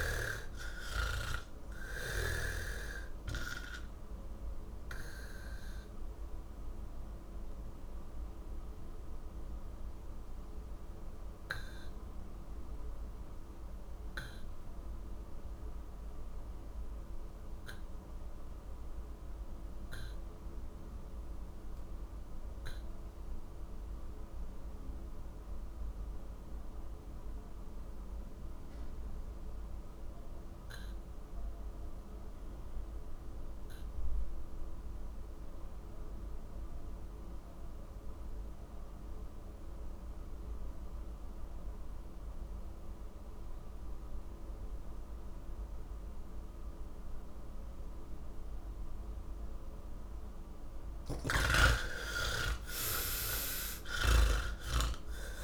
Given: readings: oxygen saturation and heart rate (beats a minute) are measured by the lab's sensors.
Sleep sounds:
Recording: breathing in sleep by a room microphone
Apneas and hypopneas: 1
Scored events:
0.00-22.00 s: oxygen desaturation (device-marked, oxygen 62% lowest, heart rate 70 extreme)
3.00-50.50 s: obstructive apnea (oxygen 78% before, 62% lowest, heart rate 119 before, 90 extreme, up 58 after)
31.00-55.44 s: oxygen desaturation (device-marked, oxygen 96% before, 63% lowest, heart rate 137 before, 79 extreme)
From the record:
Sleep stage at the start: N3 (deep sleep)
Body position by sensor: on the back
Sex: male

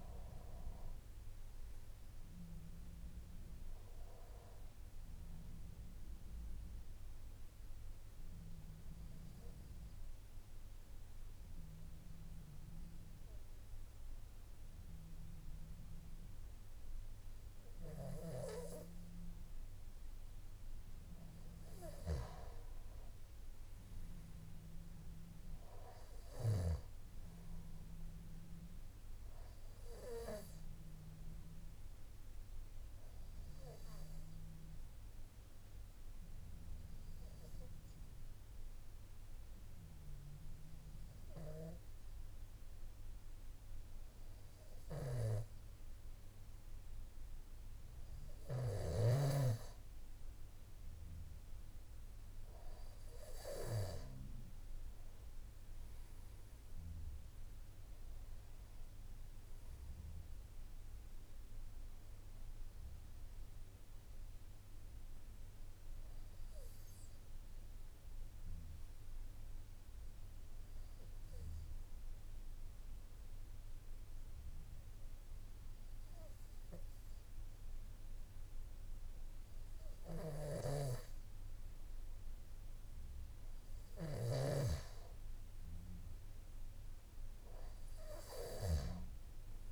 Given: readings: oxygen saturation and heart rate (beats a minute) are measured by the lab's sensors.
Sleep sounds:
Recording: breathing in sleep by a room microphone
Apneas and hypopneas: 3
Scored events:
8.00-20.00 s: obstructive apnea (oxygen 96% before, 93% lowest, heart rate 55 before, 50 extreme, up 5 after)
33.00-47.50 s: obstructive apnea (oxygen 96% before, 93% lowest, heart rate 54 before, 51 extreme, up 5 after)
65.50-82.50 s: obstructive apnea (oxygen 96% before, 93% lowest, heart rate 55 before, 52 extreme, up 3 after)
From the record:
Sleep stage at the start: N3 (deep sleep)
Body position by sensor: on the back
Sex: male

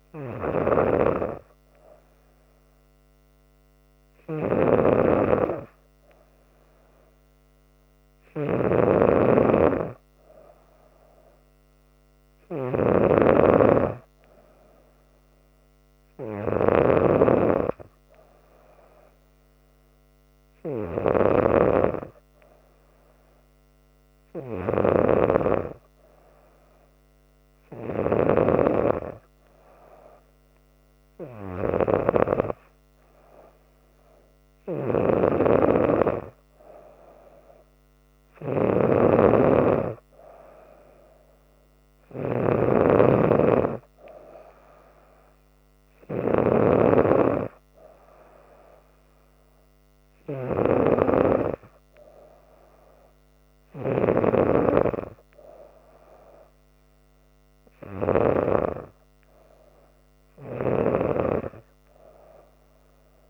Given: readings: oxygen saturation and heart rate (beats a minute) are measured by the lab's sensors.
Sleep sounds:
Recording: breathing in sleep by a microphone on the trachea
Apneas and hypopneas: none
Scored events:
0.50-25.50 s: snoring (device-marked)
34.50-54.00 s: snoring (device-marked)
From the record:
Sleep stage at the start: N2 (light sleep)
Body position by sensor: on the back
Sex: female

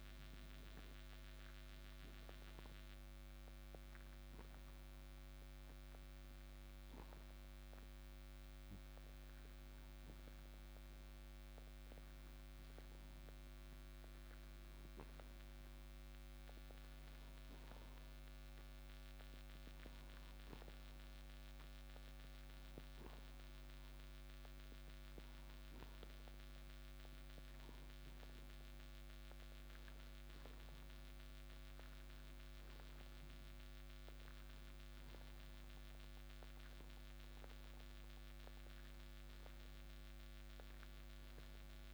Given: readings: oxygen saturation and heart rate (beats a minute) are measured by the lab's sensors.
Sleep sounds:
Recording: breathing in sleep, hard to hear, by a microphone on the trachea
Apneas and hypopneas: 1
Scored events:
2.00-23.00 s: oxygen desaturation (device-marked, oxygen 96% before, 87% lowest, heart rate 142 before, 76 extreme)
14.50-27.50 s: hypopnea (oxygen 96% before, 87% lowest, heart rate 114 before, 79 extreme, up 49 after)
30.50-35.00 s: arousal
From the record:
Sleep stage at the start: N2 (light sleep)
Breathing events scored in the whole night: 189 in 3.3 hours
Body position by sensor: on the right side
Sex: male

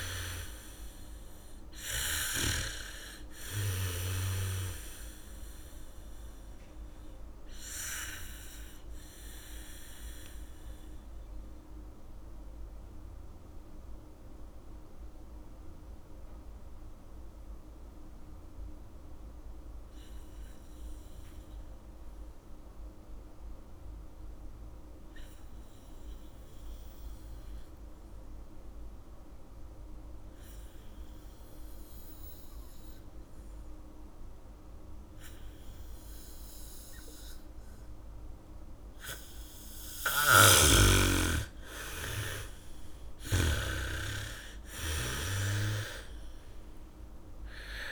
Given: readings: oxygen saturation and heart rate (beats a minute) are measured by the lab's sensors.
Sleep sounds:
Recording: breathing in sleep by a room microphone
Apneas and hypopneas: 1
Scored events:
0.00-1.00 s: bradycardia (device-marked, heart rate 47 extreme)
0.00-21.00 s: oxygen desaturation (device-marked, oxygen 76% lowest, heart rate 47 extreme)
7.50-40.50 s: mixed apnea (oxygen 97% before, 76% lowest, heart rate 61 before, 50 extreme, up 9 after)
29.00-47.92 s: oxygen desaturation (device-marked, oxygen 99% before, 77% lowest, heart rate 77 before, 50 extreme)
31.00-44.00 s: bradycardia (device-marked, heart rate 69 before, 55 extreme)
40.50-44.00 s: snoring (device-marked)
42.50-46.50 s: arousal
From the record:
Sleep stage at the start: N2 (light sleep)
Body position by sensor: on the back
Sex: female

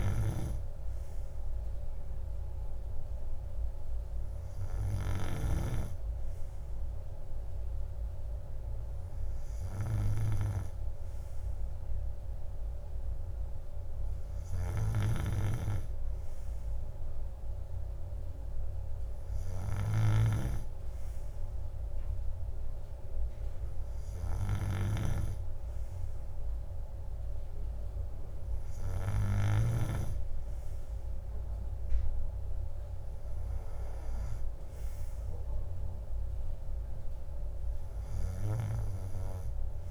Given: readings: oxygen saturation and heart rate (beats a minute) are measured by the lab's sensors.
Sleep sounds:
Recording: breathing in sleep by a room microphone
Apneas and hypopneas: none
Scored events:
none scored
From the record:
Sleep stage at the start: N2 (light sleep)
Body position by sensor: on the right side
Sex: male

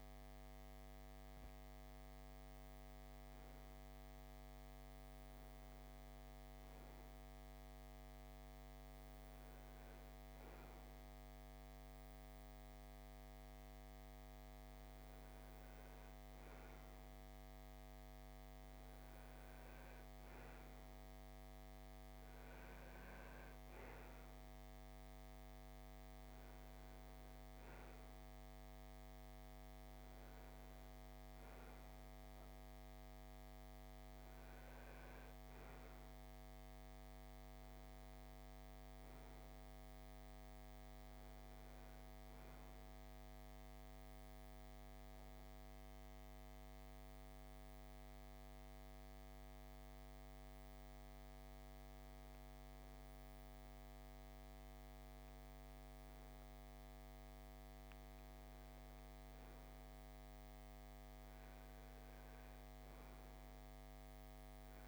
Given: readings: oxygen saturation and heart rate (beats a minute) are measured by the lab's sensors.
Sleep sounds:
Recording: breathing in sleep, hard to hear, by a microphone on the trachea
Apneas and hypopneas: 1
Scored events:
20.50-64.88 s: new sleep stage, REM sleep
43.00-53.00 s: obstructive apnea (oxygen 91% before, 84% lowest, heart rate 61 before, 57 extreme, up 4 after)
56.00-60.50 s: arousal
From the record:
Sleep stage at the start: N2 (light sleep)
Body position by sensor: on the right side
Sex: male

